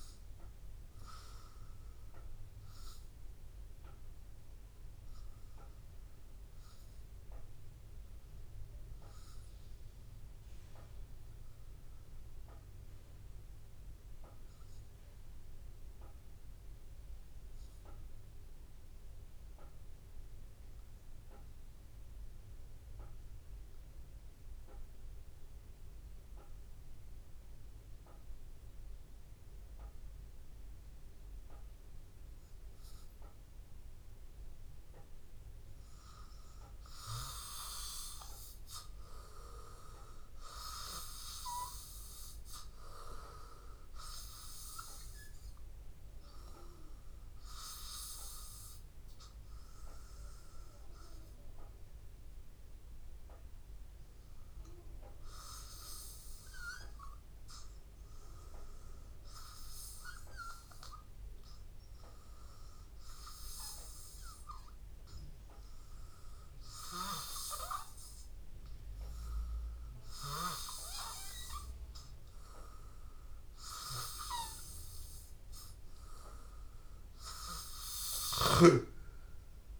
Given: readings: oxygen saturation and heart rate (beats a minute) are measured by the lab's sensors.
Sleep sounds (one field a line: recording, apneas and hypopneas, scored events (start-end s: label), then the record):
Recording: breathing in sleep by a room microphone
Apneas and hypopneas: 2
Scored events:
0.00-11.50 s: oxygen desaturation (device-marked, oxygen 91% lowest, heart rate 80 extreme)
11.50-36.00 s: obstructive apnea (oxygen 96% before, 93% lowest, heart rate 84 before, 79 extreme, up 4 after)
32.50-65.50 s: oxygen desaturation (device-marked, oxygen 98% before, 93% lowest, heart rate 82 before, 79 extreme)
36.50-38.50 s: long interval between heartbeats (device-marked, heart rate 82 before, 81 extreme)
38.50-43.00 s: arousal
53.50-73.00 s: hypopnea (oxygen 98% before, 93% lowest, heart rate 82 before, 82 extreme, up 1 after)
75.00-78.50 s: arousal
From the record:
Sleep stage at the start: N2 (light sleep)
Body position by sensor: on the back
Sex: male